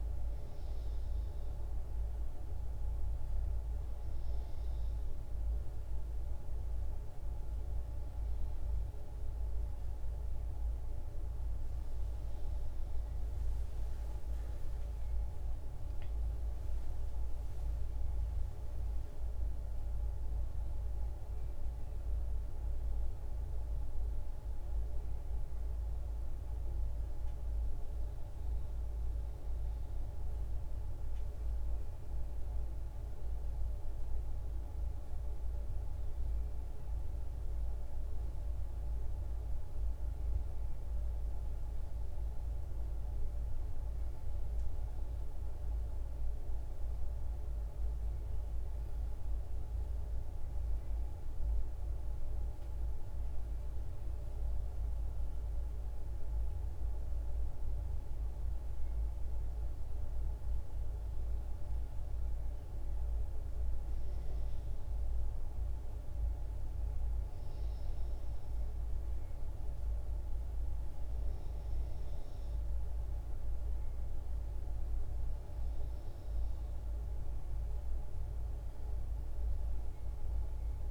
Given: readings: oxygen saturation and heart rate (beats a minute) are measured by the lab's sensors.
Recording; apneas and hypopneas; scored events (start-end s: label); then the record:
breathing in sleep, hard to hear, by a room microphone; none
none scored
From the record:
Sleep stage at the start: N1 (lightest sleep); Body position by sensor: on the back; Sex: female